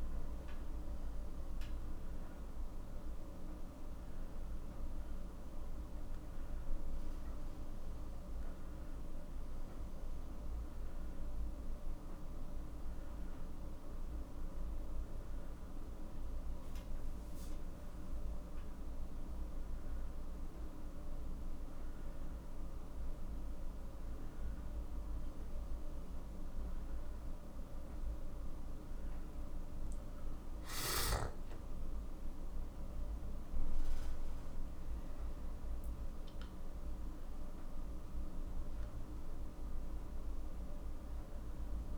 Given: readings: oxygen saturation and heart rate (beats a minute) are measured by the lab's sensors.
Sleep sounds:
breathing in sleep, hard to hear, by a room microphone; none
30.50-36.00 s: arousal
From the record:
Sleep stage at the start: N1 (lightest sleep); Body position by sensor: on the back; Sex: male

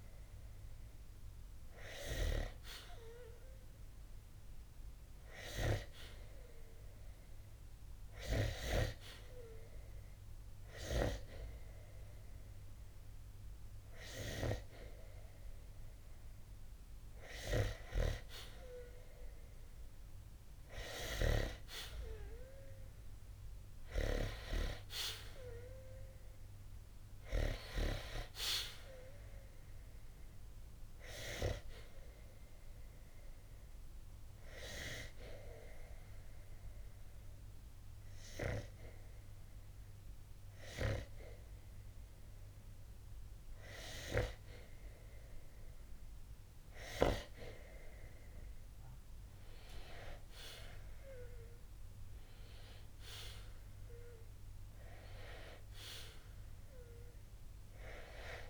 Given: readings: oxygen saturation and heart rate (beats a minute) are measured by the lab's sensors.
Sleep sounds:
breathing in sleep by a room microphone; 1
32.50-44.50 s: hypopnea (oxygen 93% before, 91% lowest, heart rate 65 before, 52 extreme, up 9 after)
48.00-51.50 s: arousal
52.00-58.50 s: oxygen desaturation (device-marked, oxygen 95% before, 91% lowest, heart rate 65 before, 60 extreme)
From the record:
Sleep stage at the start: N2 (light sleep); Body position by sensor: on the back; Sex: male

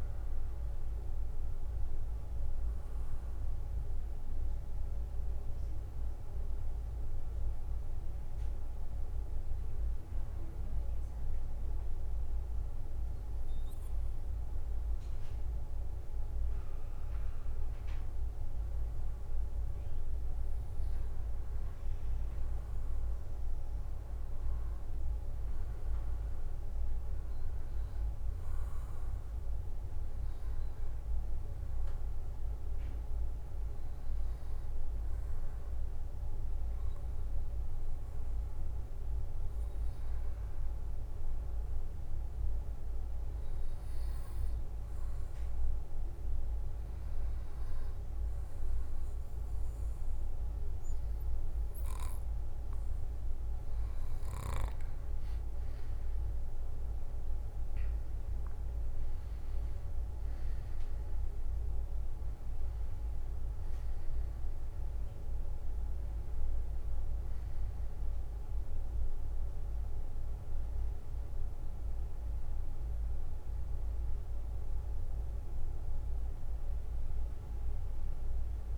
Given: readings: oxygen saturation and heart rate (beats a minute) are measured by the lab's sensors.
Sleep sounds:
breathing in sleep, hard to hear, by a room microphone; 1
41.50-53.50 s: hypopnea (oxygen 95% before, 89% lowest, heart rate 64 before, 63 extreme, up 10 after)
56.50-61.50 s: arousal
From the record:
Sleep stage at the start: N2 (light sleep); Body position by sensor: on the back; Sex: male

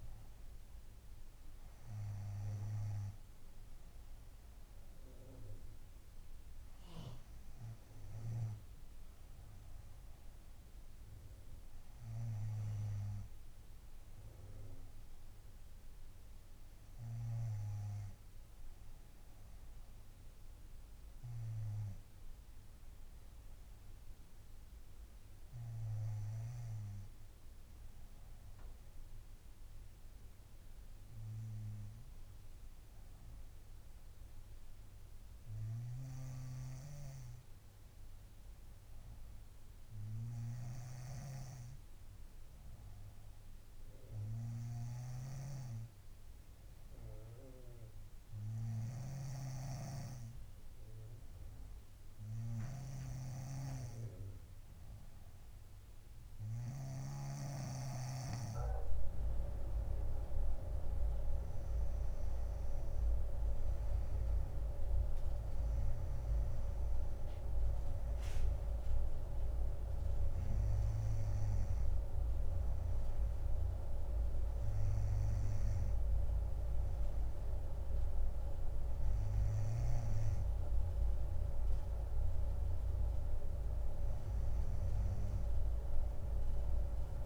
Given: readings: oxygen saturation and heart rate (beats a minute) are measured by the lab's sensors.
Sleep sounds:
breathing in sleep by a room microphone; 1
28.00-57.00 s: hypopnea (oxygen 96% before, 95% lowest, heart rate 61 before, 61 extreme, up 4 after)
36.00-57.50 s: snoring (device-marked)
59.50-63.00 s: arousal
From the record:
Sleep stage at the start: N2 (light sleep); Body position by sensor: on the front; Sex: female

